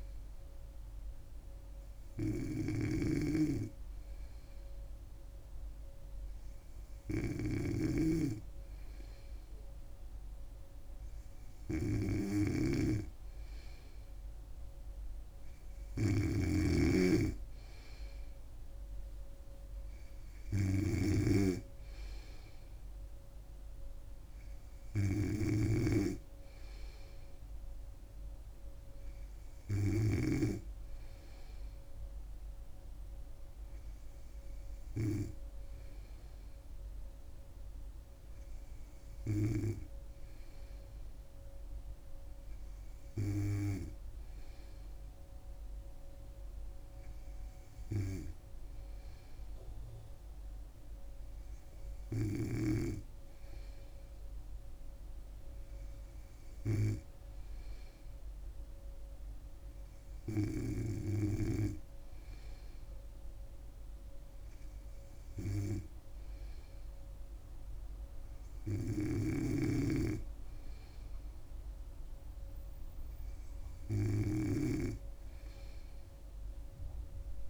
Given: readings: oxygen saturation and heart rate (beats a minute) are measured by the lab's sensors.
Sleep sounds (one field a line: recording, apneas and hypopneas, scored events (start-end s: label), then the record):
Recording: breathing in sleep by a room microphone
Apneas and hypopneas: none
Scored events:
3.00-30.50 s: snoring (device-marked)
67.50-77.50 s: new sleep stage, N3 (deep sleep)
69.50-75.00 s: snoring (device-marked)
From the record:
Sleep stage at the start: N2 (light sleep)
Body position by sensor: on the back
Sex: female